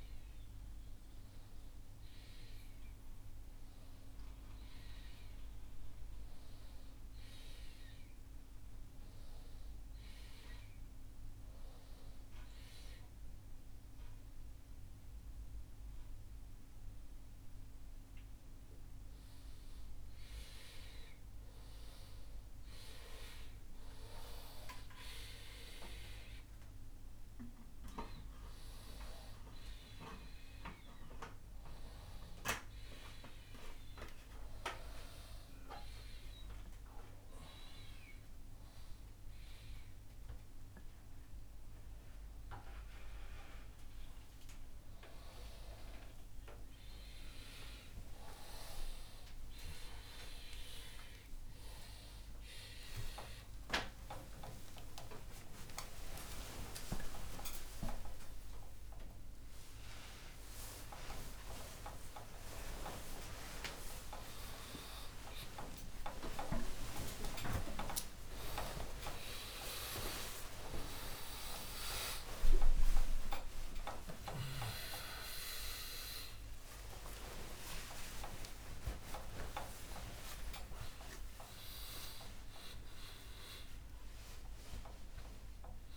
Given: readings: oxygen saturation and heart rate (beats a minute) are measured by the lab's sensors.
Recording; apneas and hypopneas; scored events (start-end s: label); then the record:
a person awake in a sleep study, by a room microphone; none
0.00-3.50 s: oxygen desaturation (device-marked, oxygen 92% lowest, heart rate 100 extreme)
27.50-35.50 s: oxygen desaturation (device-marked, oxygen 97% before, 94% lowest, heart rate 102 before, 98 extreme)
54.50-64.50 s: oxygen desaturation (device-marked, oxygen 98% before, 95% lowest, heart rate 145 before, 92 extreme)
79.50-85.97 s: oxygen desaturation (device-marked, oxygen 98% before, 95% lowest, heart rate 132 before, 78 extreme)
From the record:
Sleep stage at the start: awake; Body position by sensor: upright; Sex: male